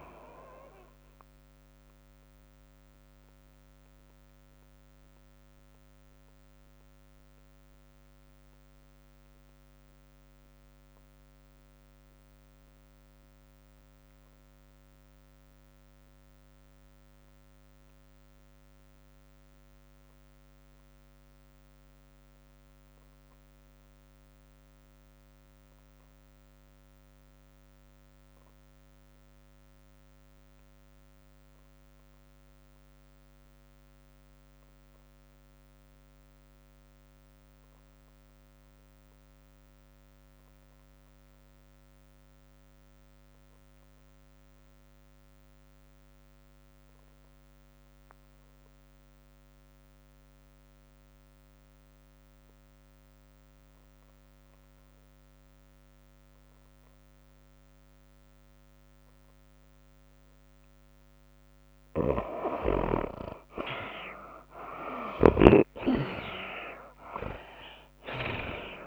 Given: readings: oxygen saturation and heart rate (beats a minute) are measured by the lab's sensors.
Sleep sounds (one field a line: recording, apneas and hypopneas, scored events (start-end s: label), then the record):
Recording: breathing in sleep by a microphone on the trachea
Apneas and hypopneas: 1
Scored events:
0.00-8.50 s: oxygen desaturation (device-marked, oxygen 74% lowest, heart rate 97 extreme)
0.00-24.50 s: tachycardia (device-marked, heart rate 118 extreme)
2.50-62.50 s: obstructive apnea (oxygen 97% before, 47% lowest, heart rate 114 before, 64 extreme, up 45 after)
15.50-68.87 s: oxygen desaturation (device-marked, oxygen 96% before, 47% lowest, heart rate 113 before, 64 extreme)
32.50-34.50 s: long interval between heartbeats (device-marked, heart rate 103 before, 87 extreme)
62.50-66.00 s: snoring (device-marked)
64.50-67.50 s: arousal
66.50-68.87 s: drop in pulse transit time (device-marked, heart rate 79 before, 87 extreme)
66.50-68.87 s: tachycardia (device-marked, heart rate 98 before, 119 extreme)
From the record:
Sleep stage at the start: REM sleep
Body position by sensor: on the back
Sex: female